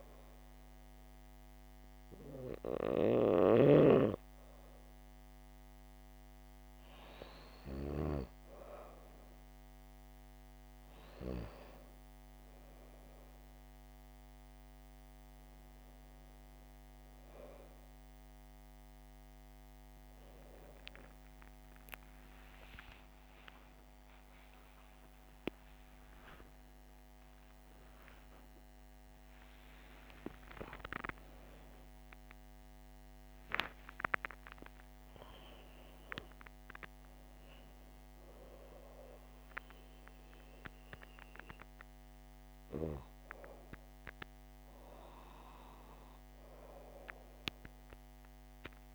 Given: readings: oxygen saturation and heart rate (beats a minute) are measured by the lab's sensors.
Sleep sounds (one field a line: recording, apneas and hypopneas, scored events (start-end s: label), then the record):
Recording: breathing in sleep by a microphone on the trachea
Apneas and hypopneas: none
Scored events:
0.00-4.00 s: snoring (device-marked)
24.00-30.00 s: arousal
From the record:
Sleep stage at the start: N2 (light sleep)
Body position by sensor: on the back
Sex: female